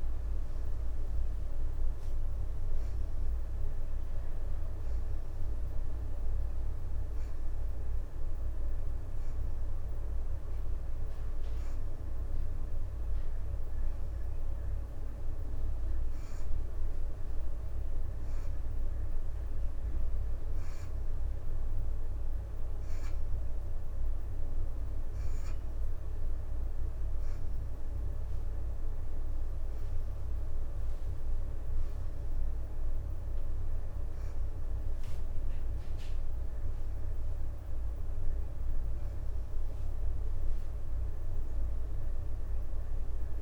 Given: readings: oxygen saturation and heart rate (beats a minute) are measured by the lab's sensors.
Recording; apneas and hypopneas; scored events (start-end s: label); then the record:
breathing in sleep, hard to hear, by a room microphone; none
29.00-32.00 s: leg movement (device-marked)
37.00-40.00 s: leg movement (device-marked)
From the record:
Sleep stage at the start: N2 (light sleep); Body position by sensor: on the back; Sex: female